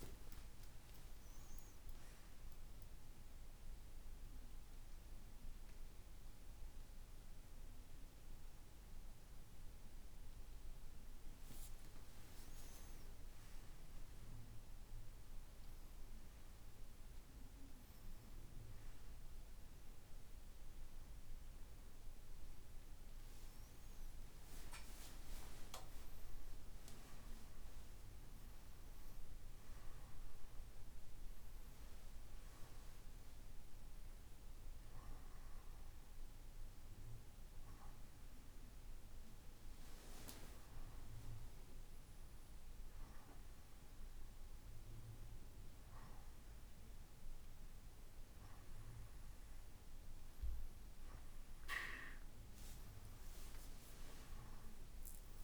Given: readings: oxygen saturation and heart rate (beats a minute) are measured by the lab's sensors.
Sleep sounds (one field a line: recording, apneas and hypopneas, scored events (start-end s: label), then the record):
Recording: a person partly awake in a sleep study, hard to hear, by a room microphone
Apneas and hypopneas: 1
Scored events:
4.50-55.44 s: new sleep stage, N1 (lightest sleep)
20.50-23.50 s: oxygen desaturation (device-marked, oxygen 100% before, 98% lowest, heart rate 66 before, 62 extreme)
34.00-47.50 s: hypopnea (oxygen 100% before, 93% lowest, heart rate 73 before, 62 extreme, up 12 after)
51.00-55.44 s: arousal
From the record:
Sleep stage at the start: awake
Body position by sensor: on the right side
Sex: male